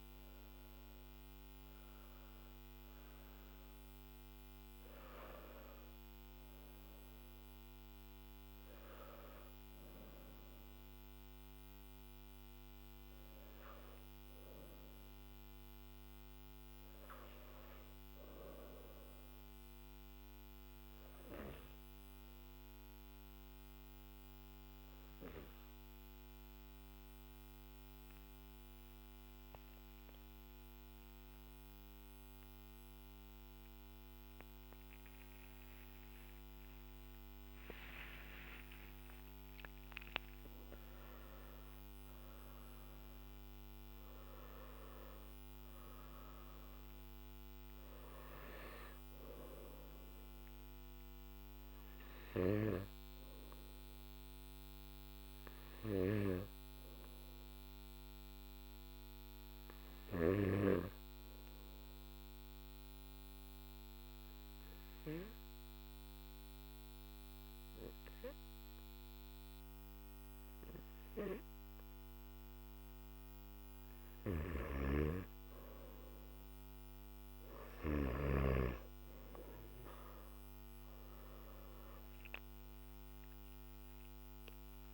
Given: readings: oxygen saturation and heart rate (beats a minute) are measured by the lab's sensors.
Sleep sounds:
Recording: breathing in sleep by a microphone on the trachea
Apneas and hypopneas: 2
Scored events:
19.00-35.50 s: obstructive apnea (oxygen 96% before, 91% lowest, heart rate 53 before, 52 extreme, up 13 after)
61.00-73.00 s: obstructive apnea (oxygen 98% before, 91% lowest, heart rate 58 before, 49 extreme, up 4 after)
74.00-84.94 s: oxygen desaturation (device-marked, oxygen 98% before, 91% lowest, heart rate 55 before, 49 extreme)
From the record:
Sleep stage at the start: N2 (light sleep)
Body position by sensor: on the back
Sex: male

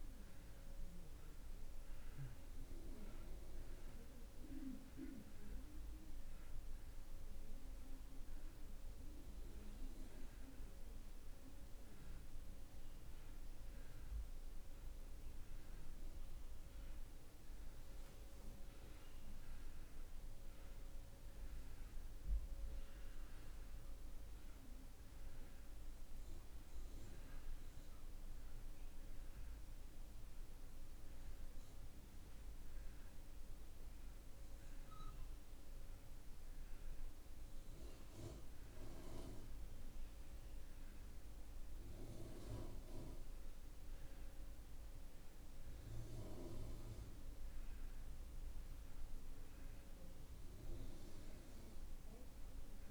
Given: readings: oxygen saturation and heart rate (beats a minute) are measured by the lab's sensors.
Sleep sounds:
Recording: breathing in sleep by a room microphone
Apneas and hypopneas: none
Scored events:
24.50-41.50 s: oxygen desaturation (device-marked, oxygen 93% before, 89% lowest)
From the record:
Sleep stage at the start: N2 (light sleep)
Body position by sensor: on the back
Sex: male

